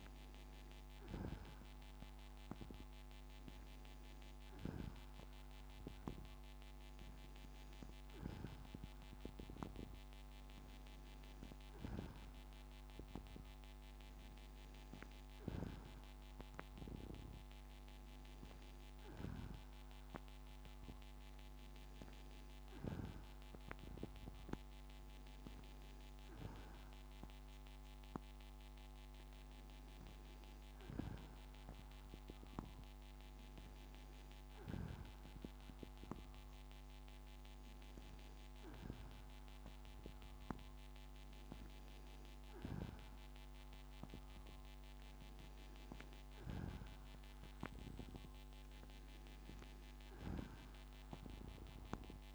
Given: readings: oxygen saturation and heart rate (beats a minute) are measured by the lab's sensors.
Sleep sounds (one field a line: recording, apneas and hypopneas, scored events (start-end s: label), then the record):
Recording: breathing in sleep by a microphone on the trachea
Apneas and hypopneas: none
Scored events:
none scored
From the record:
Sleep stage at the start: N2 (light sleep)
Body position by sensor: on the back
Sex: female